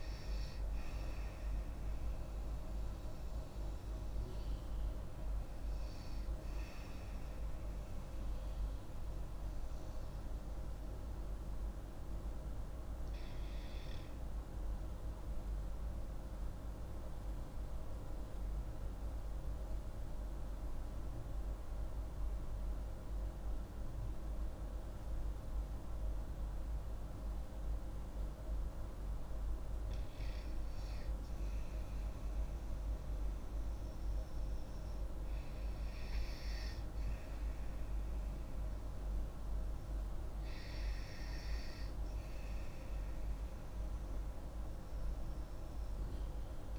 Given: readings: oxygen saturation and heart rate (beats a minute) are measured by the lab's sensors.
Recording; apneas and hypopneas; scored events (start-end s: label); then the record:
breathing in sleep, hard to hear, by a room microphone; 1
4.50-30.50 s: oxygen desaturation (device-marked, oxygen 95% before, 87% lowest)
9.00-29.50 s: obstructive apnea (oxygen 95% before, 87% lowest)
32.50-37.00 s: arousal
From the record:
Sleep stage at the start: REM sleep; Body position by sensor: on the back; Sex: female